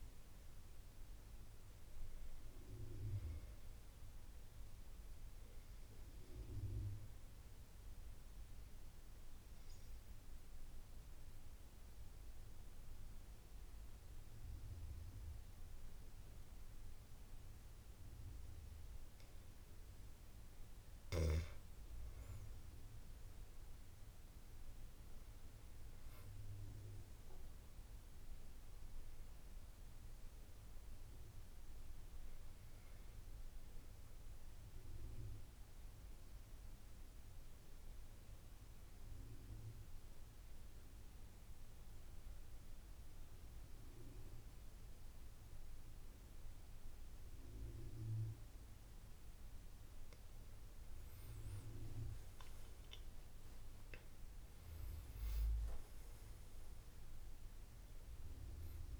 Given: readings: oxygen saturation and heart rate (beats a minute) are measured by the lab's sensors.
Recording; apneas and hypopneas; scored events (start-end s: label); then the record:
breathing in sleep, hard to hear, by a room microphone; 2
3.50-15.50 s: oxygen desaturation (device-marked, oxygen 93% before, 90% lowest, heart rate 82 before, 74 extreme)
5.00-20.00 s: obstructive apnea (oxygen 97% before, 89% lowest, heart rate 82 before, 74 extreme, up 8 after)
22.00-25.50 s: arousal
26.50-45.50 s: oxygen desaturation (device-marked, oxygen 95% before, 89% lowest, heart rate 79 before, 64 extreme)
33.50-49.00 s: obstructive apnea (oxygen 95% before, 84% lowest, heart rate 80 before, 64 extreme, up 19 after)
52.00-57.00 s: arousal
56.50-59.00 s: oxygen desaturation (device-marked, oxygen 96% before, 90% lowest, heart rate 80 before, 64 extreme)
From the record:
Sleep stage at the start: N2 (light sleep); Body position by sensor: on the back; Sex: male